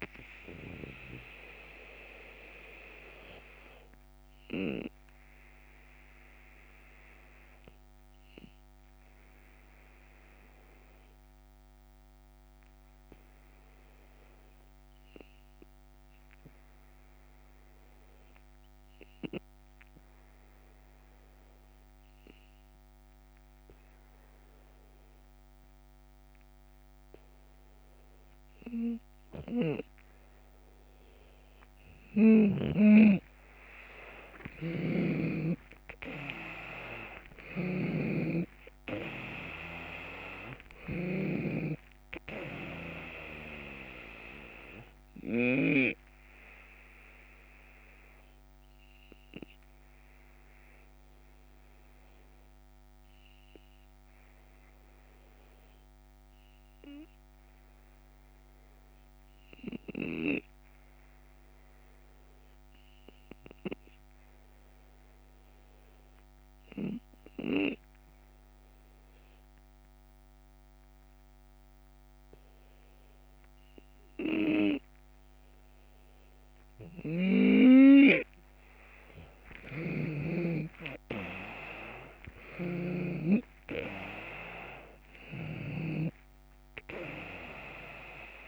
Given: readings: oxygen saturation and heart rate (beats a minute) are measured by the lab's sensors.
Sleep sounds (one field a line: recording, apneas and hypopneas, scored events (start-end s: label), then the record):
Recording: breathing in sleep by a microphone on the trachea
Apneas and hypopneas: 2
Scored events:
0.00-3.50 s: drop in pulse transit time (device-marked, heart rate 76 extreme)
0.00-5.50 s: oxygen desaturation (device-marked, oxygen 83% lowest, heart rate 73 extreme)
1.50-30.00 s: obstructive apnea (oxygen 91% before, 83% lowest, heart rate 80 before, 72 extreme, up 6 after)
32.50-66.50 s: oxygen desaturation (device-marked, oxygen 94% before, 84% lowest, heart rate 75 before, 72 extreme)
33.50-38.50 s: arousal
34.00-45.50 s: snoring (device-marked)
34.50-51.50 s: drop in pulse transit time (device-marked, heart rate 75 before, 72 extreme)
47.00-75.50 s: obstructive apnea (oxygen 94% before, 84% lowest, heart rate 78 before, 71 extreme, up 4 after)
74.50-88.48 s: oxygen desaturation (device-marked, oxygen 95% before, 84% lowest, heart rate 75 before, 71 extreme)
78.50-88.48 s: drop in pulse transit time (device-marked, heart rate 75 before, 71 extreme)
79.00-83.50 s: arousal
79.00-88.48 s: snoring (device-marked)
From the record:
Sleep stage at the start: REM sleep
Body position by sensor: on the left side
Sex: male